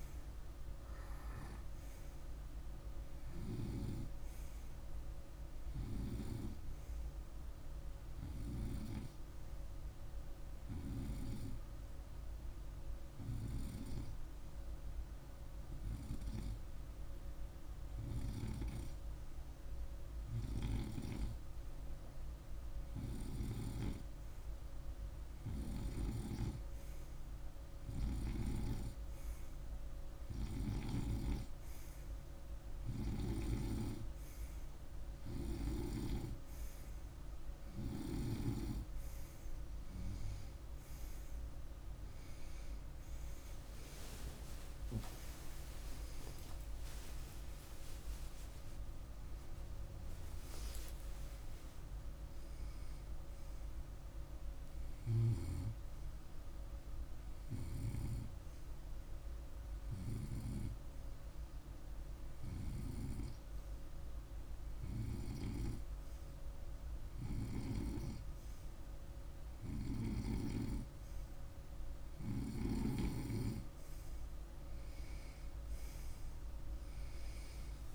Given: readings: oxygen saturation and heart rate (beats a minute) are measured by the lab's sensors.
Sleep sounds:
breathing in sleep by a room microphone; 2
10.00-24.50 s: hypopnea (oxygen 97% before, 94% lowest, heart rate 51 before, 48 extreme, up 1 after)
27.50-31.50 s: arousal
45.00-50.00 s: arousal
56.00-70.00 s: hypopnea (oxygen 97% before, 95% lowest, heart rate 59 before, 50 extreme, up 2 after)
71.00-76.50 s: arousal
From the record:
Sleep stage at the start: N2 (light sleep); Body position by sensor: on the right side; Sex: male

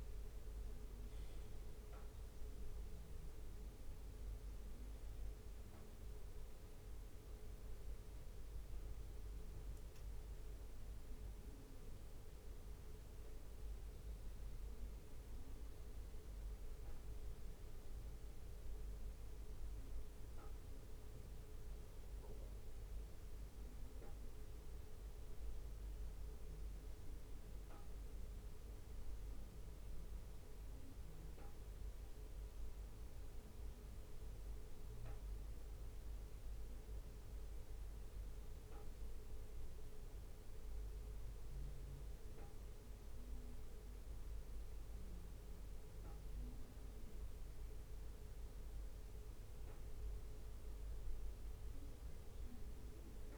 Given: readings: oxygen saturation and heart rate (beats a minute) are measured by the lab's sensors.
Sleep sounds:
breathing in sleep, hard to hear, by a room microphone; none
6.00-12.00 s: bradycardia (device-marked, heart rate 59 before, 59 extreme)
22.00-33.00 s: bradycardia (device-marked, heart rate 59 before, 59 extreme)
39.00-49.00 s: bradycardia (device-marked, heart rate 59 before, 57 extreme)
From the record:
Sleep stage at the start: N2 (light sleep); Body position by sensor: on the back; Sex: male

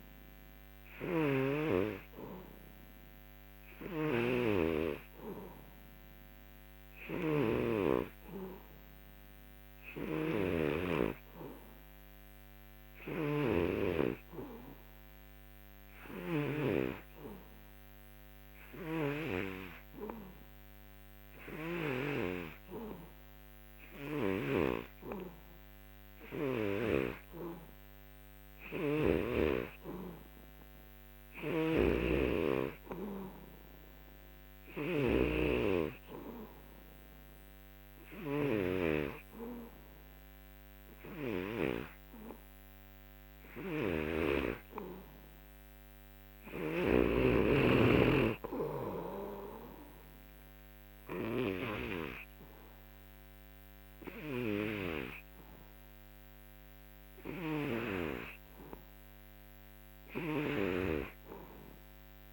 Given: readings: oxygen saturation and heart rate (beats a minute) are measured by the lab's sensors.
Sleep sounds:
breathing in sleep by a microphone on the trachea; none
0.00-1.50 s: snoring (device-marked)
3.50-16.50 s: snoring (device-marked)
18.50-22.00 s: snoring (device-marked)
31.50-60.50 s: snoring (device-marked)
From the record:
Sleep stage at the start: N3 (deep sleep); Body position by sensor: on the back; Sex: male

